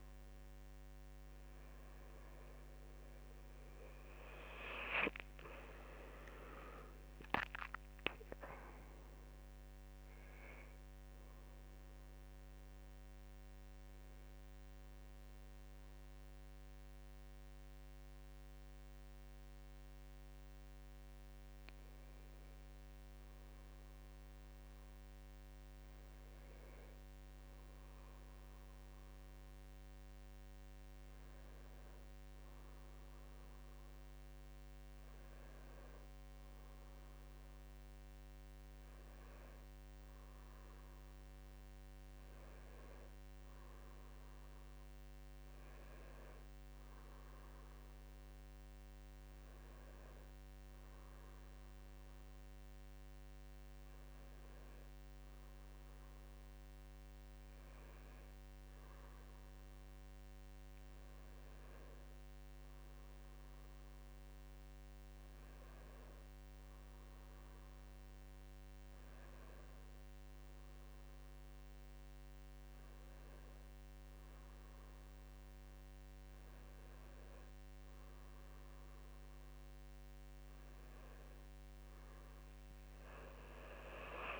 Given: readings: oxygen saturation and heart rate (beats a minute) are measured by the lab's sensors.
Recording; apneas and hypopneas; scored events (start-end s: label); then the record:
breathing in sleep by a microphone on the trachea; none
4.50-8.00 s: arousal
5.50-17.50 s: drop in pulse transit time (device-marked, heart rate 64 before, 58 extreme)
29.50-39.50 s: oxygen desaturation (device-marked, oxygen 99% before, 95% lowest, heart rate 61 before, 59 extreme)
From the record:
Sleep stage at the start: N1 (lightest sleep); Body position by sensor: on the back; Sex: male